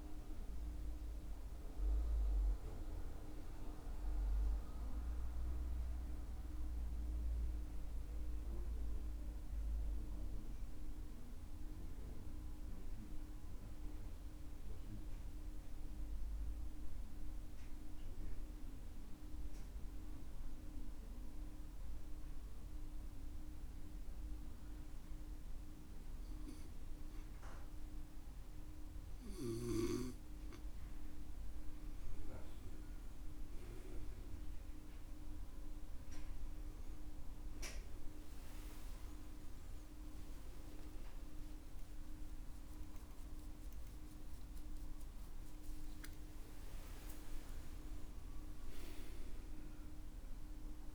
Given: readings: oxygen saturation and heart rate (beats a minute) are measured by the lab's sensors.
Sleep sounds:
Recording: breathing in sleep, hard to hear, by a room microphone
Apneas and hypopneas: 1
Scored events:
0.00-22.00 s: oxygen desaturation (device-marked, oxygen 89% lowest, heart rate 58 extreme)
8.50-31.50 s: mixed apnea (oxygen 96% before, 89% lowest, heart rate 67 before, 58 extreme, up 14 after)
35.50-40.00 s: arousal
From the record:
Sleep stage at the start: N2 (light sleep)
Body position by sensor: on the back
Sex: male

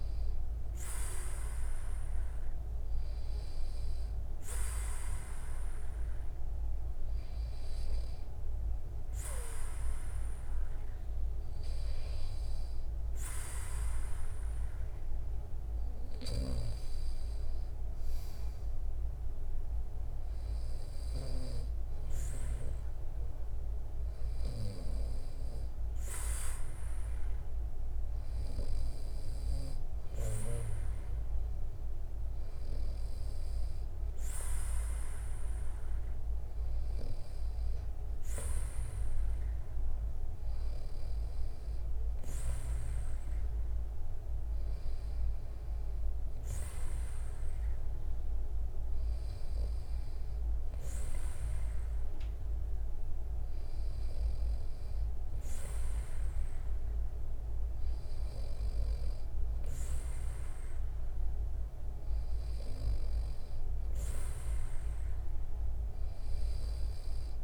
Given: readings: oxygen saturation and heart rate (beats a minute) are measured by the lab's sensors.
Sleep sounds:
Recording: breathing in sleep by a room microphone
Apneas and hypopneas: none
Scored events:
none scored
From the record:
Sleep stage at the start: N2 (light sleep)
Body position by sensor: on the back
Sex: male

